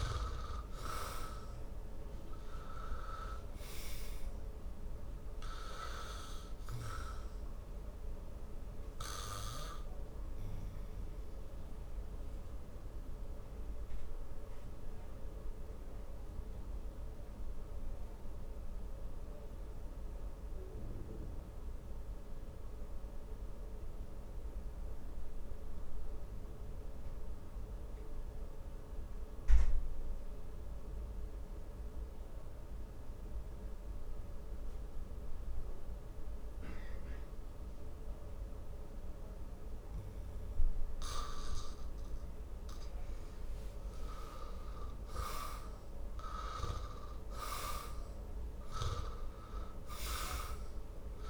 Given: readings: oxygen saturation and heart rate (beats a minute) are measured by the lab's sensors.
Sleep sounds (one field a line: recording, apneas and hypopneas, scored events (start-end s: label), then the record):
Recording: breathing in sleep by a room microphone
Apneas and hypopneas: 1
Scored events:
2.00-37.00 s: oxygen desaturation (device-marked, oxygen 97% before, 83% lowest, heart rate 58 before, 49 extreme)
8.50-44.00 s: obstructive apnea (oxygen 99% before, 83% lowest, heart rate 60 before, 49 extreme, up 9 after)
45.00-49.00 s: arousal
From the record:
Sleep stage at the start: N2 (light sleep)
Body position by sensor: on the back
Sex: male